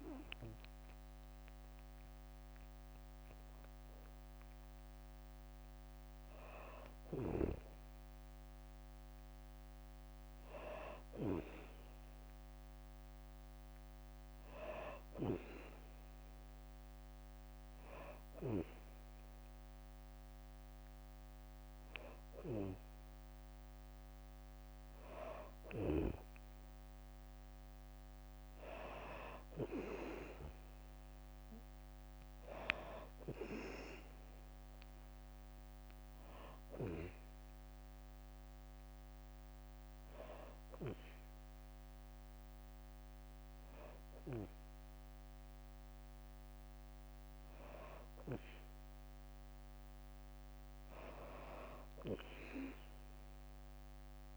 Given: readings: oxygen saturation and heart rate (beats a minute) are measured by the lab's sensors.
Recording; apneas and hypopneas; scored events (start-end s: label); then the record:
breathing in sleep by a microphone on the trachea; none
1.50-43.50 s: tachycardia (device-marked)
5.00-7.00 s: long interval between heartbeats (device-marked, heart rate 69 before, 106 extreme)
7.50-17.50 s: drop in pulse transit time (device-marked, heart rate 78 before, 178 extreme)
9.50-11.50 s: long interval between heartbeats (device-marked, heart rate 90 before, 208 extreme)
11.50-13.50 s: long interval between heartbeats (device-marked, heart rate 105 before, 216 extreme)
14.00-16.00 s: long interval between heartbeats (device-marked, heart rate 120 before, 194 extreme)
18.00-20.00 s: long interval between heartbeats (device-marked, heart rate 144 before, 188 extreme)
21.50-23.50 s: long interval between heartbeats (device-marked, heart rate 169 before, 200 extreme)
22.50-25.50 s: drop in pulse transit time (device-marked, heart rate 176 before, 180 extreme)
27.00-29.00 s: long interval between heartbeats (device-marked, heart rate 194 before, 178 extreme)
28.50-30.50 s: drop in pulse transit time (device-marked, heart rate 196 before, 182 extreme)
31.00-33.00 s: long interval between heartbeats (device-marked, heart rate 195 before, 208 extreme)
35.00-37.00 s: long interval between heartbeats (device-marked, heart rate 194 before, 196 extreme)
38.00-40.00 s: long interval between heartbeats (device-marked, heart rate 195 before, 174 extreme)
40.50-42.50 s: long interval between heartbeats (device-marked, heart rate 191 before, 135 extreme)
41.50-48.50 s: drop in pulse transit time (device-marked, heart rate 188 before, 87 extreme)
42.50-44.50 s: long interval between heartbeats (device-marked, heart rate 184 before, 129 extreme)
47.50-54.37 s: bradycardia (device-marked)
52.00-54.00 s: long interval between heartbeats (device-marked, heart rate 143 before, 28 extreme)
From the record:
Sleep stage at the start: N2 (light sleep); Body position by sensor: on the back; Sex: female